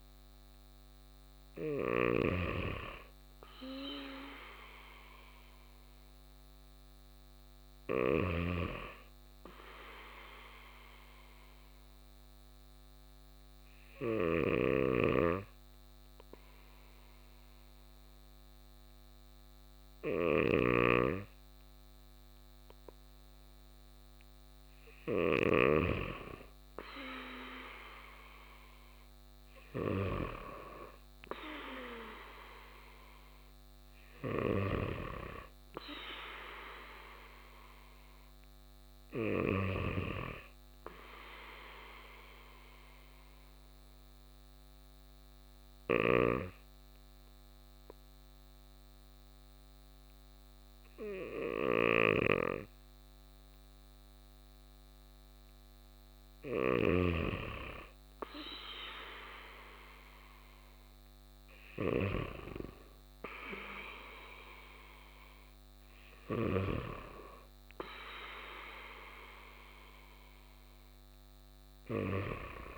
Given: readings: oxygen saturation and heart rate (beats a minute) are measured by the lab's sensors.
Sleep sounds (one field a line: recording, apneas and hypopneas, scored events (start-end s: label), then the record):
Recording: breathing in sleep by a microphone on the trachea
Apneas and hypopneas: 2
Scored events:
2.00-25.50 s: snoring (device-marked)
10.00-23.50 s: obstructive apnea (oxygen 97% before, 95% lowest, heart rate 56 before, 54 extreme, up 6 after)
25.50-29.00 s: arousal
41.50-56.00 s: obstructive apnea (oxygen 97% before, 95% lowest, heart rate 58 before, 53 extreme, up 3 after)
58.00-61.00 s: arousal
From the record:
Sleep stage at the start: N2 (light sleep)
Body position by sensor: on the back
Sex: male